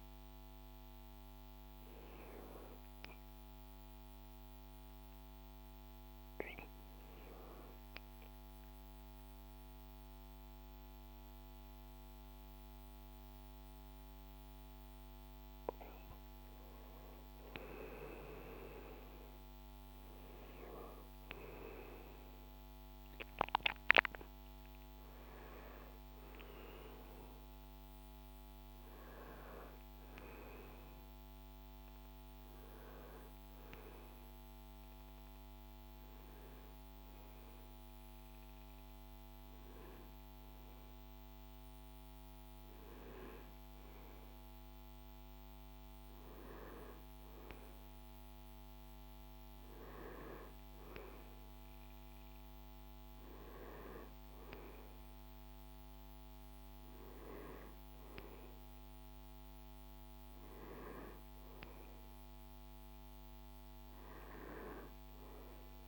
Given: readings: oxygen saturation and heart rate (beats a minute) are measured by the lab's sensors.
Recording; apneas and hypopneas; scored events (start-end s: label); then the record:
a person awake in a sleep study, by a microphone on the trachea; none
none scored
From the record:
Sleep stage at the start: awake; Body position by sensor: on the back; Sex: male